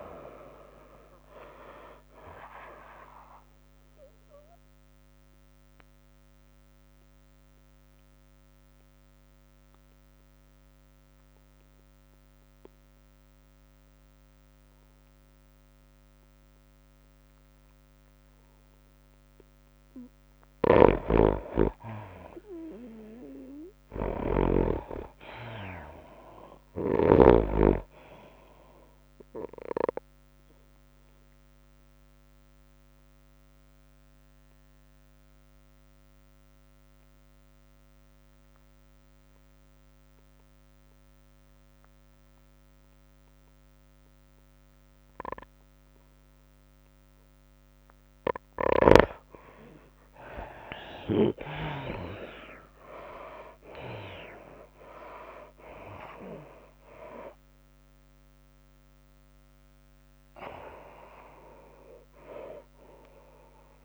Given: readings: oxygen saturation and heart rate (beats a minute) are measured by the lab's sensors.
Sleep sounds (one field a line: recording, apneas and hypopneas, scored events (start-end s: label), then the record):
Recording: breathing in sleep by a microphone on the trachea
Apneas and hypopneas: 2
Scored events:
0.00-10.50 s: drop in pulse transit time (device-marked, heart rate 94 extreme)
0.00-11.50 s: oxygen desaturation (device-marked, oxygen 70% lowest, heart rate 67 extreme)
0.00-14.50 s: tachycardia (device-marked, heart rate 107 extreme)
5.00-21.00 s: mixed apnea (oxygen 89% before, 70% lowest, heart rate 89 before, 96 extreme, up 4 after)
21.50-25.50 s: snoring (device-marked)
23.00-26.00 s: arousal
23.50-35.50 s: tachycardia (device-marked, heart rate 97 before, 104 extreme)
24.50-40.50 s: oxygen desaturation (device-marked, oxygen 98% before, 82% lowest, heart rate 102 before, 93 extreme)
31.50-47.50 s: obstructive apnea (oxygen 98% before, 75% lowest, heart rate 101 before, 93 extreme, up 7 after)
42.50-63.85 s: oxygen desaturation (device-marked, oxygen 95% before, 75% lowest, heart rate 101 before, 93 extreme)
52.00-56.50 s: arousal
52.50-63.85 s: tachycardia (device-marked, heart rate 97 before, 106 extreme)
54.50-63.85 s: drop in pulse transit time (device-marked, heart rate 97 before, 100 extreme)
From the record:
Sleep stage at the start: N2 (light sleep)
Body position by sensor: on the right side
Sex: female